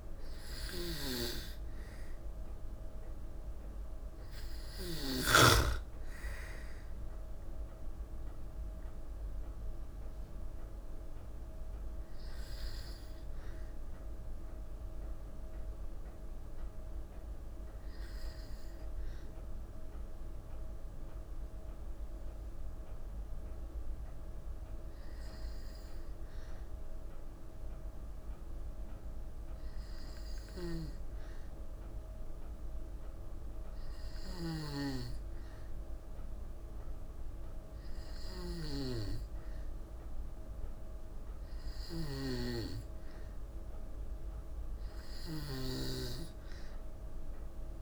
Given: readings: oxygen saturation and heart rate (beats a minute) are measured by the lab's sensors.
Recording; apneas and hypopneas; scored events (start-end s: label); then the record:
breathing in sleep by a room microphone; 1
3.00-8.00 s: arousal
10.50-26.50 s: hypopnea (oxygen 93% before, 93% lowest, heart rate 55 before, 52 extreme, up 2 after)
28.50-32.50 s: arousal
30.00-47.82 s: snoring (device-marked)
From the record:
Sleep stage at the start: N2 (light sleep); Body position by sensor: on the back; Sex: female